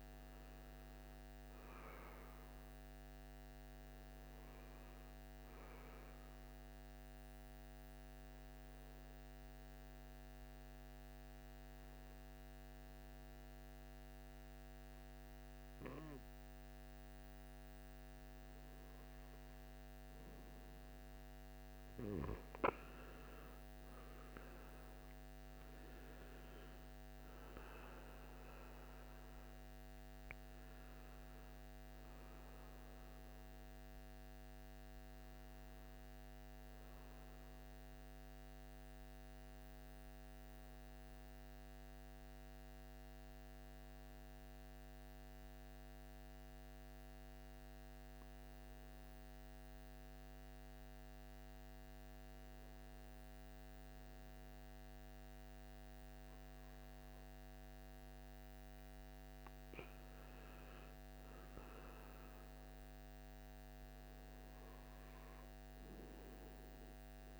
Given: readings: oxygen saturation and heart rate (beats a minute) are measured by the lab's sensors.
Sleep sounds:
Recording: breathing in sleep, hard to hear, by a microphone on the trachea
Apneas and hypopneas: 2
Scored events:
0.50-14.50 s: oxygen desaturation (device-marked, oxygen 97% before, 93% lowest, heart rate 56 before, 60 extreme)
6.50-18.50 s: hypopnea (oxygen 97% before, 93% lowest, heart rate 58 before, 57 extreme, up 4 after)
20.50-23.50 s: arousal
35.50-52.50 s: hypopnea (oxygen 96% before, 93% lowest, heart rate 64 before, 55 extreme, up 5 after)
57.50-61.50 s: arousal
64.50-67.40 s: oxygen desaturation (device-marked, oxygen 97% before, 93% lowest, heart rate 58 before, 58 extreme)
From the record:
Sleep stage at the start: N2 (light sleep)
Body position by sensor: on the right side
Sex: male

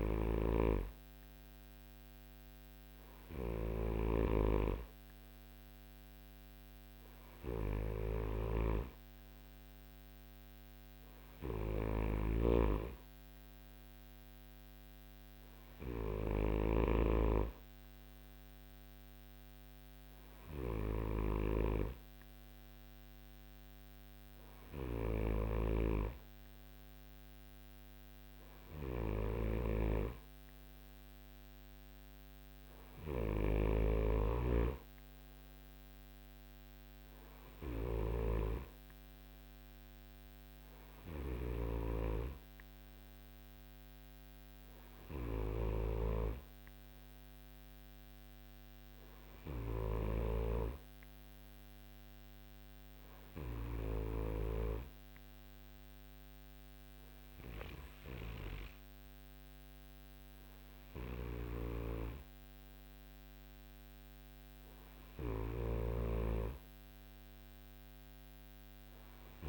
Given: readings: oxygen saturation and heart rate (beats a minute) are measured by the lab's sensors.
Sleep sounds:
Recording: breathing in sleep by a microphone on the trachea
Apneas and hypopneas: none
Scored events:
12.00-17.00 s: snoring (device-marked)
From the record:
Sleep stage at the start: N2 (light sleep)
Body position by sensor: on the right side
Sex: male

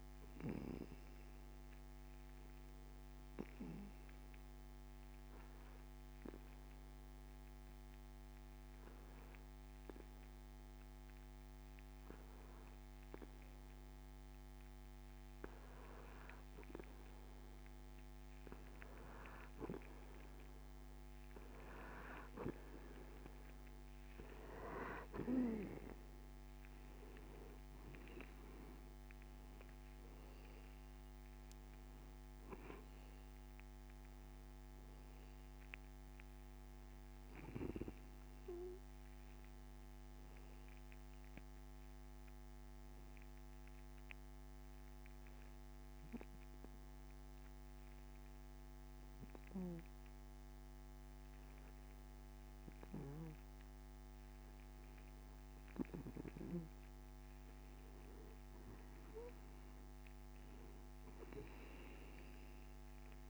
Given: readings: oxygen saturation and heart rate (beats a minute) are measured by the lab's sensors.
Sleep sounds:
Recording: breathing in sleep by a microphone on the trachea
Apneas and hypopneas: 2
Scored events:
3.00-20.00 s: hypopnea (oxygen 95% before, 92% lowest)
25.50-30.00 s: arousal
42.00-53.50 s: obstructive apnea (oxygen 95% before, 92% lowest)
58.00-62.00 s: arousal
From the record:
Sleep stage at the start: N2 (light sleep)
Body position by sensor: on the back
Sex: male

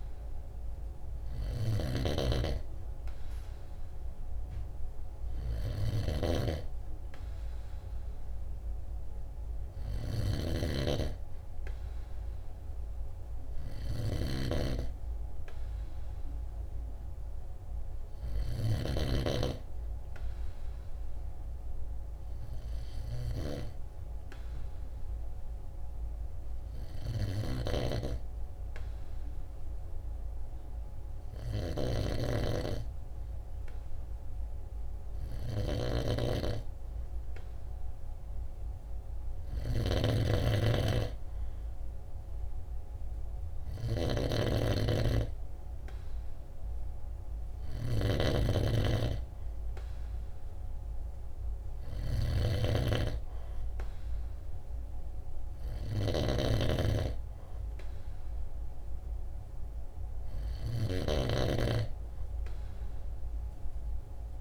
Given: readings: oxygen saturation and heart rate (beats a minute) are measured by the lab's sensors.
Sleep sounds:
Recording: breathing in sleep by a room microphone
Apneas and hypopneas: 1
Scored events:
0.00-19.00 s: snoring (device-marked)
21.00-39.50 s: obstructive apnea (oxygen 95% before, 94% lowest, heart rate 49 before, 49 extreme, up 1 after)
27.50-32.50 s: snoring (device-marked)
40.00-64.41 s: snoring (device-marked)
41.00-45.00 s: arousal
From the record:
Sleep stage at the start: N2 (light sleep)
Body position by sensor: on the right side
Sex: male

